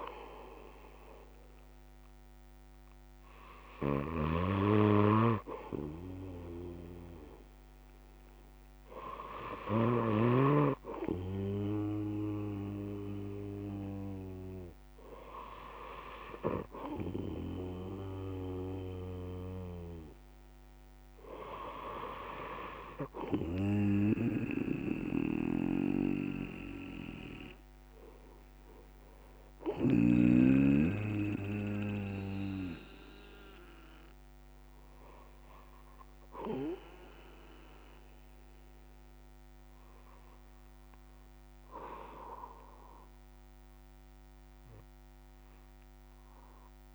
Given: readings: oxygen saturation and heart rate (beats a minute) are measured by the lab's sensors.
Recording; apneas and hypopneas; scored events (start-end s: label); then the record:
breathing in sleep by a microphone on the trachea; none
2.00-26.00 s: oxygen desaturation (device-marked, oxygen 94% before, 87% lowest, heart rate 62 before, 65 extreme)
From the record:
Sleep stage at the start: N3 (deep sleep); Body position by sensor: on the back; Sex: male